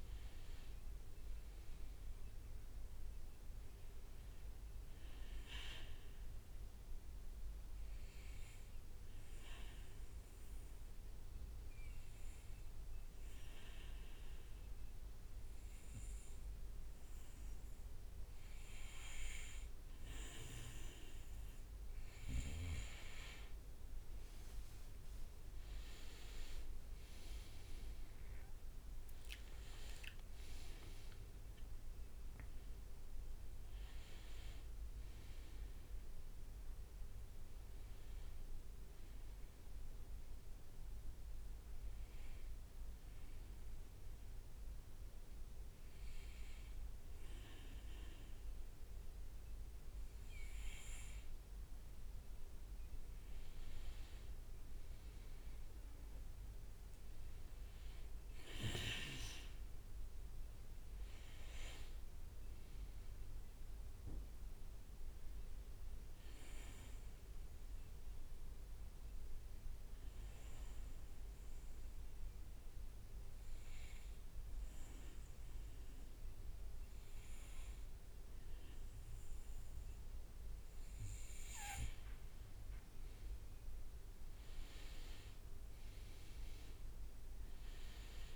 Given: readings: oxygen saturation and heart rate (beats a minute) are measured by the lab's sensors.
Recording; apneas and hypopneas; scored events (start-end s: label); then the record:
breathing in sleep by a room microphone; 3
6.00-19.50 s: obstructive apnea (oxygen 98% before, 93% lowest, heart rate 64 before, 64 extreme, up 4 after)
21.50-42.50 s: oxygen desaturation (device-marked, oxygen 97% before, 93% lowest, heart rate 65 before, 61 extreme)
25.00-34.50 s: leg movement (device-marked)
27.00-32.00 s: arousal
41.50-52.50 s: hypopnea (oxygen 97% before, 94% lowest, heart rate 70 before, 60 extreme, up 5 after)
56.00-60.00 s: arousal
70.50-81.00 s: obstructive apnea (oxygen 98% before, 94% lowest, heart rate 64 before, 60 extreme, up 6 after)
82.50-88.36 s: oxygen desaturation (device-marked, oxygen 97% before, 94% lowest, heart rate 63 before, 59 extreme)
84.00-87.00 s: arousal
From the record:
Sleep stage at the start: N2 (light sleep); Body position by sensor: on the back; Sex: male